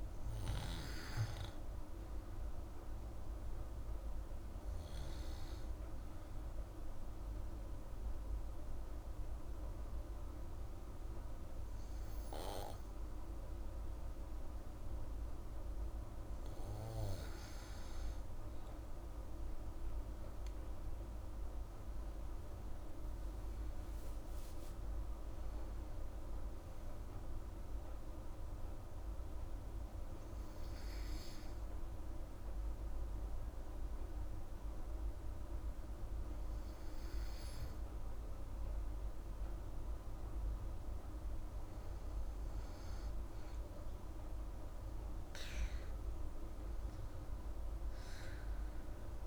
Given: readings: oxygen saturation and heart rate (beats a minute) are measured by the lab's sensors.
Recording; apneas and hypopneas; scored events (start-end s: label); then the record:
breathing in sleep, hard to hear, by a room microphone; 2
0.00-11.50 s: oxygen desaturation (device-marked, oxygen 92% lowest, heart rate 55 extreme)
6.00-17.00 s: mixed apnea (oxygen 99% before, 92% lowest, heart rate 61 before, 55 extreme, up 47 after)
19.50-24.00 s: arousal
28.50-41.00 s: hypopnea (oxygen 98% before, 94% lowest, heart rate 71 before, 55 extreme, up 6 after)
From the record:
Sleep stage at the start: N2 (light sleep); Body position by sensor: on the back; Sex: female